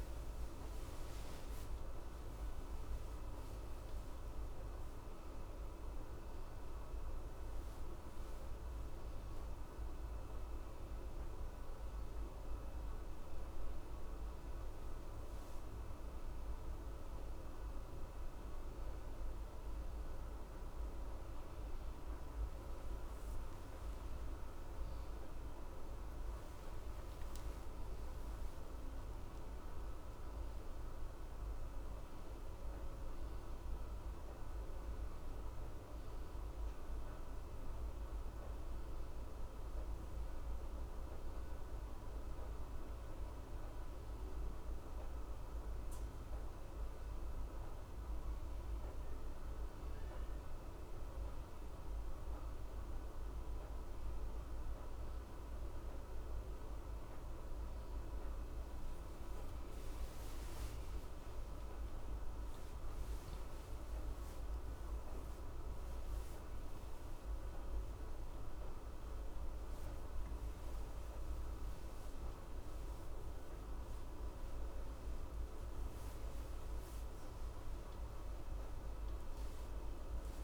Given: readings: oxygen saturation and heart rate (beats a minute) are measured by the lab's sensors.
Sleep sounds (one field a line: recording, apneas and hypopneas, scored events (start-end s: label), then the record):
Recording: a person awake in a sleep study, hard to hear, by a room microphone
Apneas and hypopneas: none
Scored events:
23.00-27.00 s: arousal
From the record:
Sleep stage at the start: awake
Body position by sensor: on the left side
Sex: male